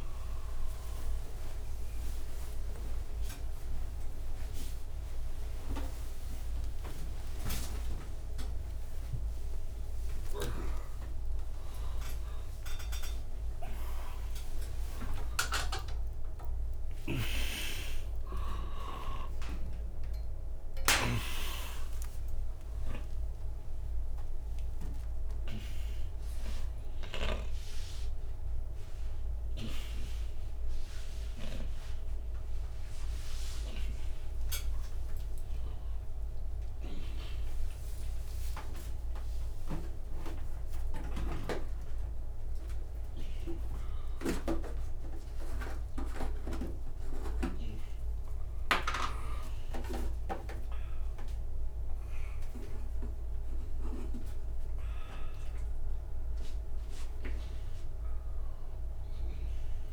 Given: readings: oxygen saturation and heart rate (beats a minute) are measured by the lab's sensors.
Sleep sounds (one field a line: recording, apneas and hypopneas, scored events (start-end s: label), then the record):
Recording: a person awake in a sleep study, by a room microphone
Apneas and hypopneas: none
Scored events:
16.50-21.00 s: snoring (device-marked)
From the record:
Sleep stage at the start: awake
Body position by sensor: on the back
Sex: male